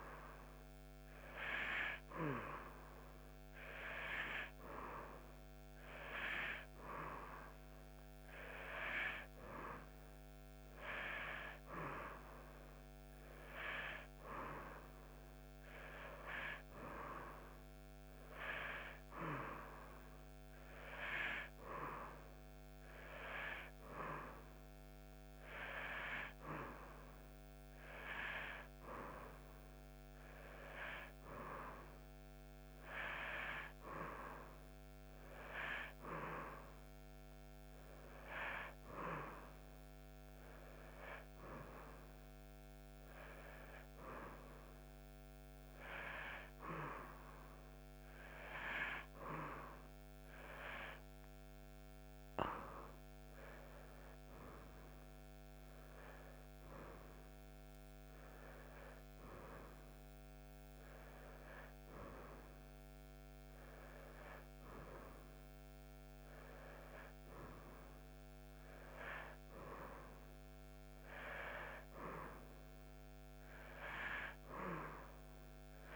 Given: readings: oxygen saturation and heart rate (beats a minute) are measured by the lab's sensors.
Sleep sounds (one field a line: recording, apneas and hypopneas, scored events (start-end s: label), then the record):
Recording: breathing in sleep by a microphone on the trachea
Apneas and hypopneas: none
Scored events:
10.00-75.96 s: new sleep stage, N2 (light sleep)
From the record:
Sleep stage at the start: N1 (lightest sleep)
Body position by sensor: on the back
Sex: female